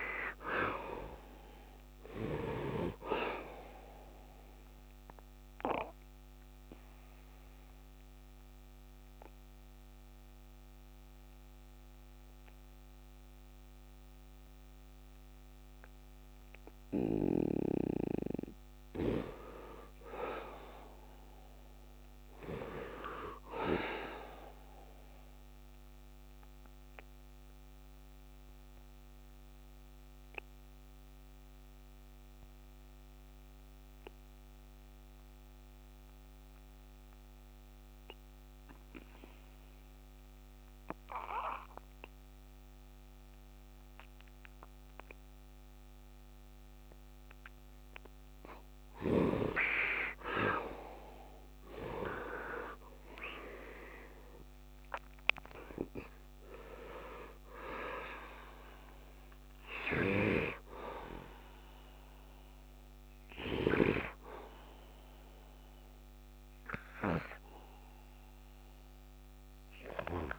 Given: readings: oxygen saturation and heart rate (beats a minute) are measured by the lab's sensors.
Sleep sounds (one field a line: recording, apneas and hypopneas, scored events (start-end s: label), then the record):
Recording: breathing in sleep by a microphone on the trachea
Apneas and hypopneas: 2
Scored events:
0.00-20.50 s: oxygen desaturation (device-marked, oxygen 69% lowest, heart rate 66 extreme)
4.00-17.50 s: obstructive apnea (oxygen 99% before, 69% lowest, heart rate 77 before, 66 extreme, up 11 after)
19.50-22.50 s: arousal
26.00-47.50 s: obstructive apnea (oxygen 100% before, 75% lowest, heart rate 76 before, 66 extreme, up 12 after)
44.50-70.39 s: oxygen desaturation (device-marked, oxygen 98% before, 75% lowest, heart rate 73 before, 67 extreme)
51.50-55.50 s: arousal
60.00-64.00 s: snoring (device-marked)
From the record:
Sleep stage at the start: N2 (light sleep)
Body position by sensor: on the right side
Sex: male